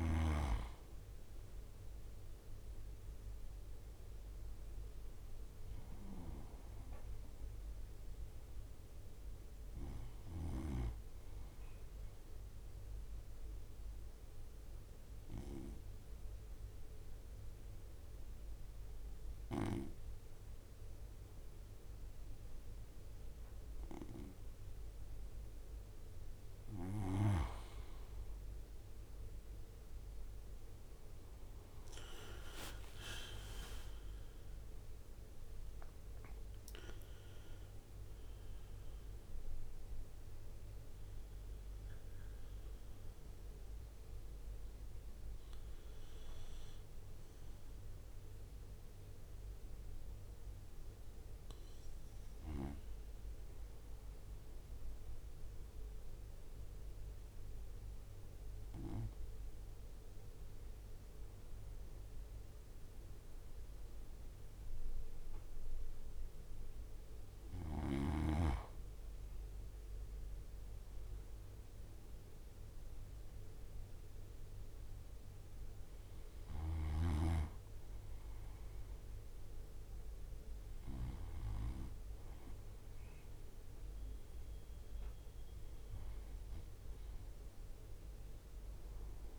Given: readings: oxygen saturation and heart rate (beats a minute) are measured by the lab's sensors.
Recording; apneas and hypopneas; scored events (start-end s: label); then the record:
breathing in sleep by a room microphone; 2
0.00-2.50 s: oxygen desaturation (device-marked, oxygen 91% lowest, heart rate 63 extreme)
2.50-6.00 s: arousal
11.00-25.00 s: obstructive apnea (oxygen 95% before, 88% lowest, heart rate 68 before, 63 extreme, up 7 after)
28.50-61.50 s: oxygen desaturation (device-marked, oxygen 95% before, 88% lowest, heart rate 66 before, 59 extreme)
29.00-33.00 s: arousal
33.50-48.50 s: drop in pulse transit time (device-marked, heart rate 67 before, 63 extreme)
46.50-60.00 s: obstructive apnea (oxygen 95% before, 89% lowest, heart rate 70 before, 59 extreme, up 6 after)
52.50-56.50 s: bradycardia (device-marked, heart rate 68 before, 59 extreme)
62.00-65.50 s: arousal
From the record:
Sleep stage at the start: N2 (light sleep); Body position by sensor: on the right side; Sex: male